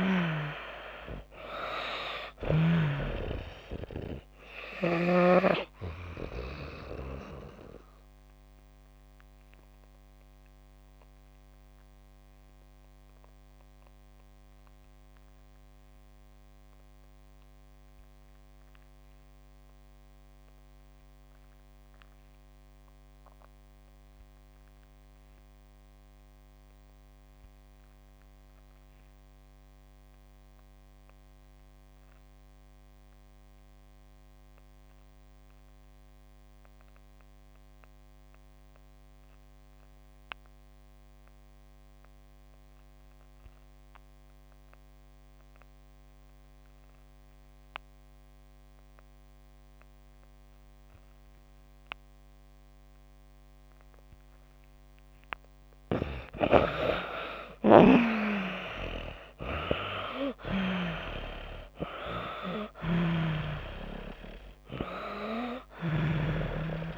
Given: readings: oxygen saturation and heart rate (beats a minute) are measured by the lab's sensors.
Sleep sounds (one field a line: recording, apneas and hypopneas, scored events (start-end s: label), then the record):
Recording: breathing in sleep by a microphone on the trachea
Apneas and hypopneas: 1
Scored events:
4.00-29.00 s: oxygen desaturation (device-marked, oxygen 97% before, 83% lowest)
6.50-54.50 s: obstructive apnea (oxygen 97% before, 74% lowest)
44.00-66.98 s: oxygen desaturation (device-marked, oxygen 96% before, 74% lowest)
57.00-61.00 s: arousal
From the record:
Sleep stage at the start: N2 (light sleep)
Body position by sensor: on the back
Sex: female